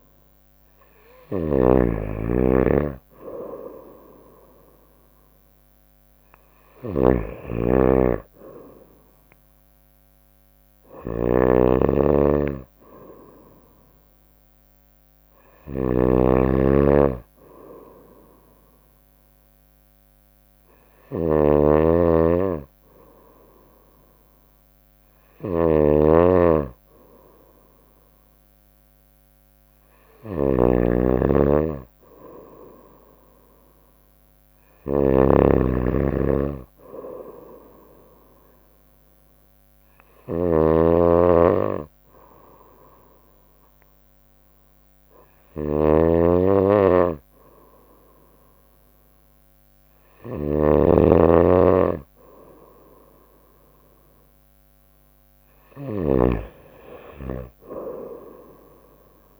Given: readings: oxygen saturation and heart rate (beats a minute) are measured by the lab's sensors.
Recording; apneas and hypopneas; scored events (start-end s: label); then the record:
breathing in sleep by a microphone on the trachea; none
0.00-59.39 s: snoring (device-marked)
32.50-48.50 s: drop in pulse transit time (device-marked, heart rate 64 before, 64 extreme)
From the record:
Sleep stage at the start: N2 (light sleep); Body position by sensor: on the right side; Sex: female